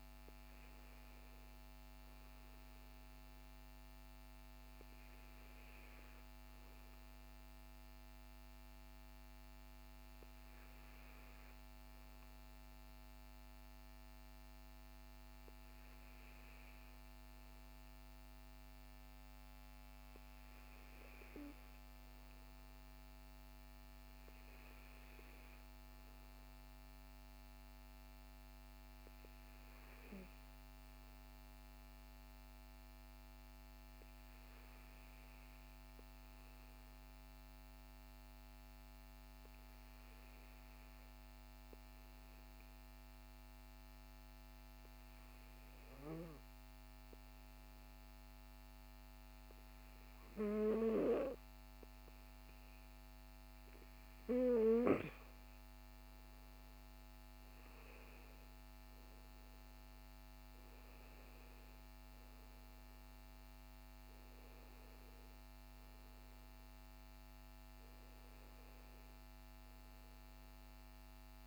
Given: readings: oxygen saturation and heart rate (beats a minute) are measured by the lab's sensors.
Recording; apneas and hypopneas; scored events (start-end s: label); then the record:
breathing in sleep, hard to hear, by a microphone on the trachea; 1
36.50-51.50 s: hypopnea (oxygen 96% before, 93% lowest, heart rate 57 before, 54 extreme, up 12 after)
52.50-71.46 s: oxygen desaturation (device-marked, oxygen 96% before, 93% lowest, heart rate 57 before, 51 extreme)
55.00-59.00 s: arousal
From the record:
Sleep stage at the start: N2 (light sleep); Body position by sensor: on the back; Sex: male